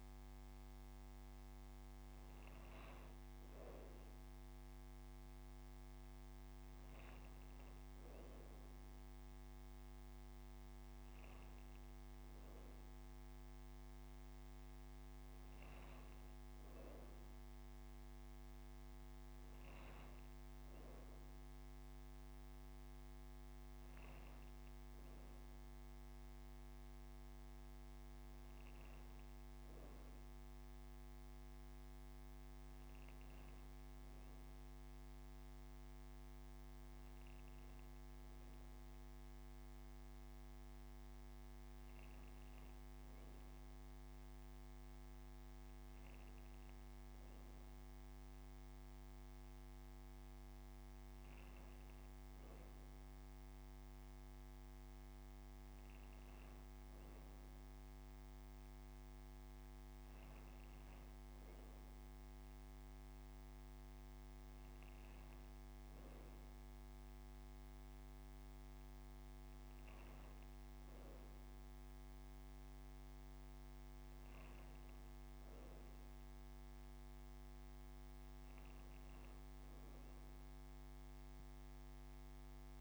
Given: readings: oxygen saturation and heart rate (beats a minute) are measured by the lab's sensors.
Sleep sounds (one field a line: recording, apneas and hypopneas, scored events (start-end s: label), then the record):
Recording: breathing in sleep, hard to hear, by a microphone on the trachea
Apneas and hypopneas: none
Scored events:
0.00-1.50 s: long interval between heartbeats (device-marked, heart rate 110 extreme)
75.00-77.00 s: long interval between heartbeats (device-marked)
78.50-80.50 s: long interval between heartbeats (device-marked)
80.50-82.50 s: long interval between heartbeats (device-marked, heart rate 43 before, 113 extreme)
From the record:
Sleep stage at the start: N2 (light sleep)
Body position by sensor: on the right side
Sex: female